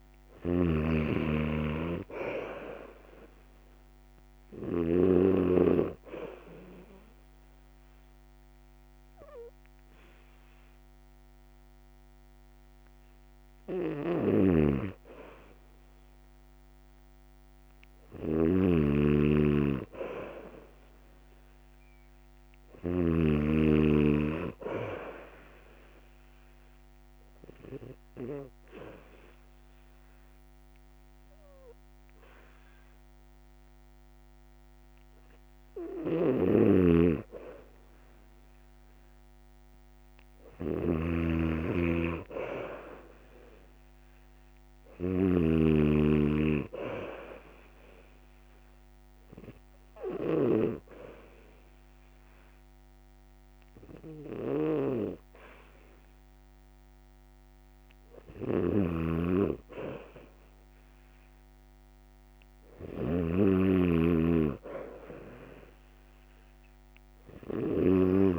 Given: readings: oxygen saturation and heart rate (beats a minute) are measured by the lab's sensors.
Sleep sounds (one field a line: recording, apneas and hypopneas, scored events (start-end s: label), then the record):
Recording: breathing in sleep by a microphone on the trachea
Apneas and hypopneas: 3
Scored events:
0.00-1.50 s: arousal
0.00-5.00 s: snoring (device-marked)
0.50-22.50 s: oxygen desaturation (device-marked, oxygen 98% before, 90% lowest, heart rate 65 before, 65 extreme)
4.00-15.50 s: hypopnea (oxygen 98% before, 90% lowest, heart rate 64 before, 65 extreme)
14.00-23.00 s: snoring (device-marked)
18.50-22.00 s: arousal
26.00-36.50 s: obstructive apnea (oxygen 98% before, 91% lowest, heart rate 67 before, 66 extreme, up 0 after)
28.50-42.50 s: oxygen desaturation (device-marked, oxygen 97% before, 93% lowest, heart rate 67 before, 66 extreme)
35.50-45.00 s: snoring (device-marked)
41.50-45.50 s: arousal
48.00-59.00 s: hypopnea (oxygen 97% before, 91% lowest, heart rate 68 before, 67 extreme, up 2 after)
52.50-65.50 s: oxygen desaturation (device-marked, oxygen 96% before, 91% lowest, heart rate 68 before, 67 extreme)
58.00-68.39 s: snoring (device-marked)
65.00-68.39 s: arousal
From the record:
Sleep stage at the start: N2 (light sleep)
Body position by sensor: on the back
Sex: male